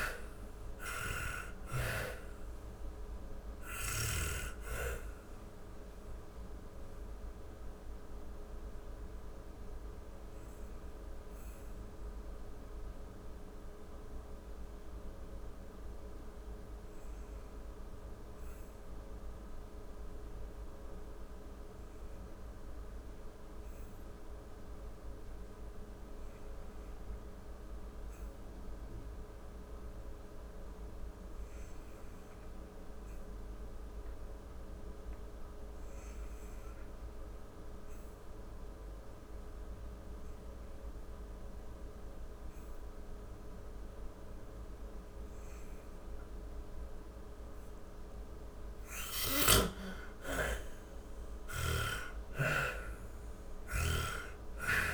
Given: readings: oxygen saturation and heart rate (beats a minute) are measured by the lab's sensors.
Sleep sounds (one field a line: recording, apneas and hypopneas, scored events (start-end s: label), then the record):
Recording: breathing in sleep by a room microphone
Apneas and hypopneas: 1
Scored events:
0.00-18.50 s: oxygen desaturation (device-marked, oxygen 52% lowest, heart rate 38 extreme)
4.00-46.00 s: obstructive apnea (oxygen 75% before, 52% lowest, heart rate 57 before, 36 extreme, up 34 after)
31.50-54.94 s: oxygen desaturation (device-marked, oxygen 94% before, 62% lowest, heart rate 53 before, 36 extreme)
47.50-51.00 s: snoring (device-marked)
47.50-53.00 s: arousal
From the record:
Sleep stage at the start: REM sleep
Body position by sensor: on the back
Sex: female